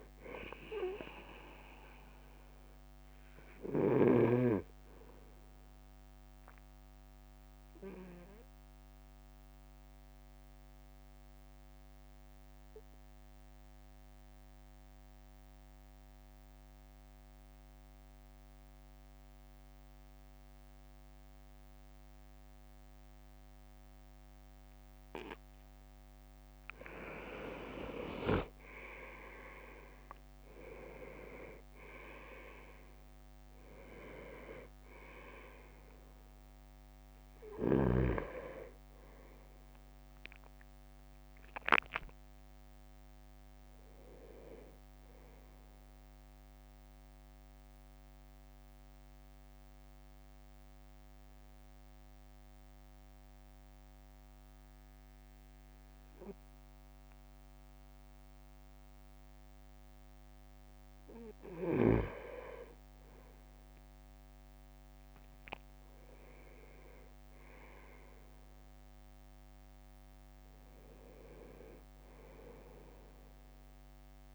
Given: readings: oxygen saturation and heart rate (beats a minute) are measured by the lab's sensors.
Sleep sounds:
breathing in sleep by a microphone on the trachea; 2
0.00-7.00 s: drop in pulse transit time (device-marked, heart rate 53 extreme)
6.50-25.50 s: obstructive apnea (oxygen 99% before, 96% lowest, heart rate 56 before, 53 extreme, up 6 after)
28.50-31.00 s: leg movement (device-marked)
29.00-33.50 s: arousal
30.00-53.00 s: drop in pulse transit time (device-marked, heart rate 55 before, 53 extreme)
40.50-43.00 s: leg movement (device-marked)
47.50-61.00 s: mixed apnea (oxygen 98% before, 96% lowest, heart rate 60 before, 50 extreme, up 8 after)
62.50-64.50 s: leg movement (device-marked)
63.50-67.00 s: arousal
66.00-74.35 s: drop in pulse transit time (device-marked, heart rate 57 before, 50 extreme)
From the record:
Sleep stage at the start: N2 (light sleep); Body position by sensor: on the right side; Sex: male

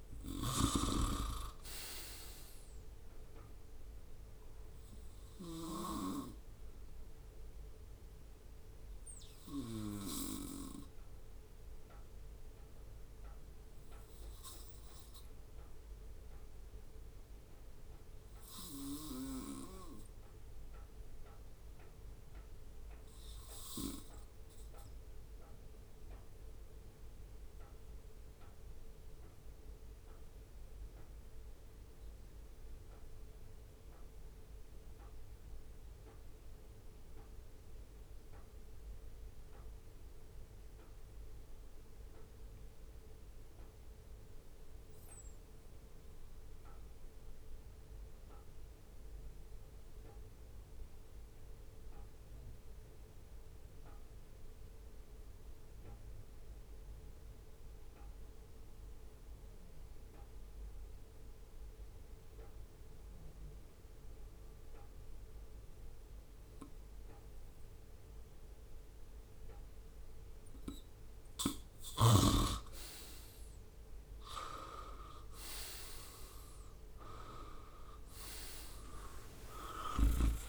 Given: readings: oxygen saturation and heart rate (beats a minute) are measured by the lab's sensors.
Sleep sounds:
breathing in sleep by a room microphone; 1
6.00-70.00 s: obstructive apnea (oxygen 98% before, 91% lowest, heart rate 73 before, 66 extreme, up 10 after)
16.00-28.00 s: oxygen desaturation (device-marked, oxygen 98% before, 92% lowest, heart rate 69 before, 66 extreme)
53.00-67.00 s: oxygen desaturation (device-marked, oxygen 98% before, 96% lowest, heart rate 69 before, 69 extreme)
53.00-80.49 s: new sleep stage, N2 (light sleep)
78.50-80.49 s: arousal
From the record:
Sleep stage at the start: REM sleep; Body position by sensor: on the right side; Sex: male

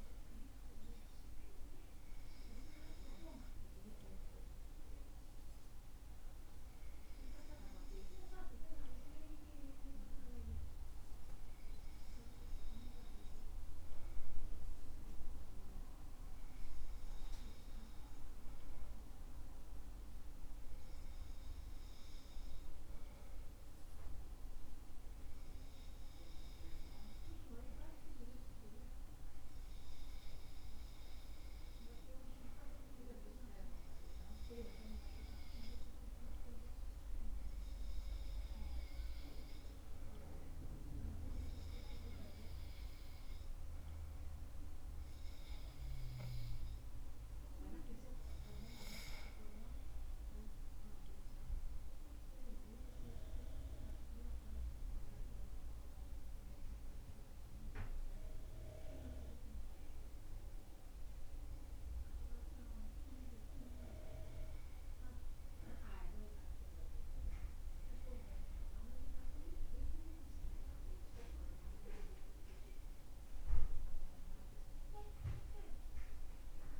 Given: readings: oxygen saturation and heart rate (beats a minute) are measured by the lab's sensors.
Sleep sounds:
breathing in sleep by a room microphone; 1
25.00-45.00 s: hypopnea (oxygen 97% before, 94% lowest, heart rate 67 before, 65 extreme, up 12 after)
47.00-51.00 s: arousal
From the record:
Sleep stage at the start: N2 (light sleep); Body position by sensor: on the back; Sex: male

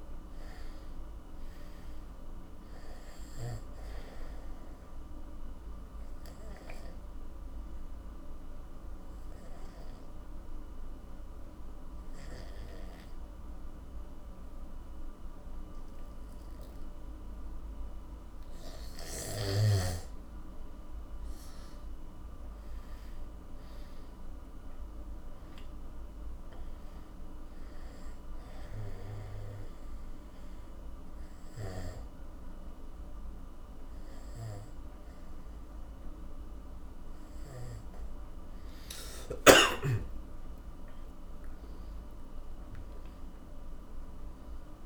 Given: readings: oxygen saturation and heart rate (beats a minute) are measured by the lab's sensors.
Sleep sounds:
breathing in sleep, hard to hear, by a room microphone; 2
0.00-1.00 s: arousal
0.00-3.50 s: snoring (device-marked)
4.50-19.50 s: oxygen desaturation (device-marked, oxygen 97% before, 86% lowest, heart rate 60 before, 52 extreme)
6.00-19.00 s: obstructive apnea (oxygen 97% before, 86% lowest, heart rate 61 before, 53 extreme, up 24 after)
22.00-26.00 s: arousal
28.50-39.00 s: hypopnea (oxygen 97% before, 87% lowest, heart rate 62 before, 47 extreme, up 23 after)
28.50-43.50 s: oxygen desaturation (device-marked, oxygen 97% before, 87% lowest, heart rate 62 before, 47 extreme)
40.50-44.50 s: arousal
From the record:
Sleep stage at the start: N2 (light sleep); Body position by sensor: on the back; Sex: male

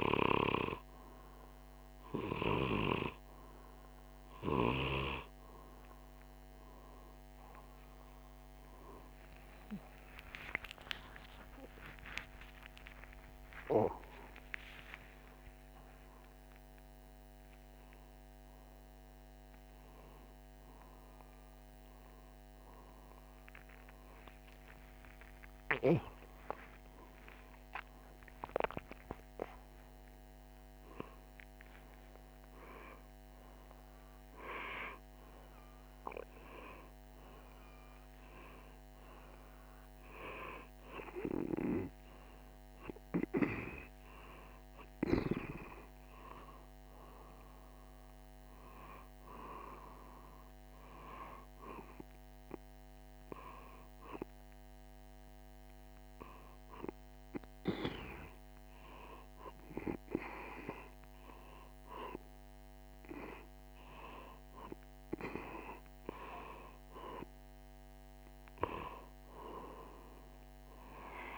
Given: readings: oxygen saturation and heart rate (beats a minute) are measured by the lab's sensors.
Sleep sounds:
a person awake in a sleep study, by a microphone on the trachea; none
none scored
From the record:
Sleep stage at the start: awake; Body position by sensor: on the right side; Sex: male

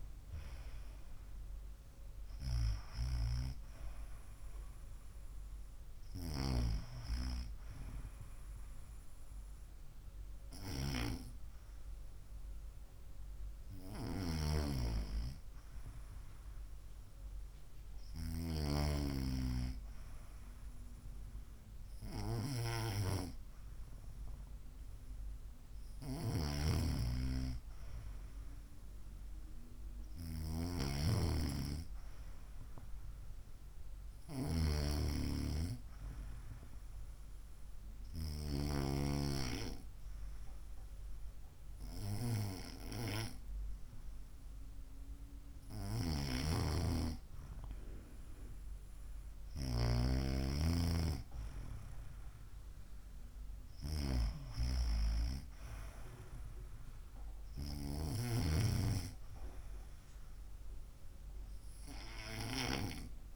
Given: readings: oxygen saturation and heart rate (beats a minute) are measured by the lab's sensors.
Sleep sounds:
breathing in sleep by a room microphone; 1
0.00-1.50 s: arousal
37.00-48.00 s: hypopnea (oxygen 96% before, 94% lowest, heart rate 60 before, 58 extreme, up 1 after)
50.00-53.00 s: arousal
From the record:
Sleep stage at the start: N2 (light sleep); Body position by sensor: on the right side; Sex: female

